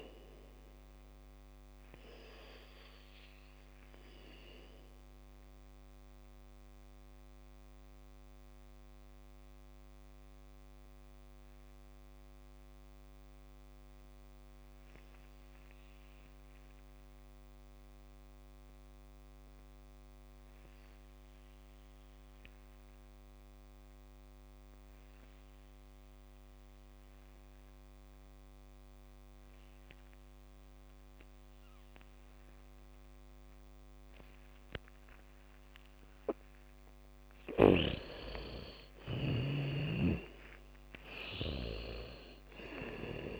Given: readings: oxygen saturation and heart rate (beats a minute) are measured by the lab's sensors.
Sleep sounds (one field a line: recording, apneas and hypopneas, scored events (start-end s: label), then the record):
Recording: breathing in sleep by a microphone on the trachea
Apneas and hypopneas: 1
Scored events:
0.00-22.00 s: oxygen desaturation (device-marked, oxygen 83% lowest, heart rate 43 extreme)
3.50-36.50 s: mixed apnea (oxygen 99% before, 83% lowest, heart rate 59 before, 47 extreme, up 0 after)
31.00-43.40 s: oxygen desaturation (device-marked, oxygen 99% before, 84% lowest, heart rate 73 before, 47 extreme)
35.00-42.00 s: bradycardia (device-marked, heart rate 69 before, 47 extreme)
38.00-42.50 s: arousal
From the record:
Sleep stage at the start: N2 (light sleep)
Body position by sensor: on the back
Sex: female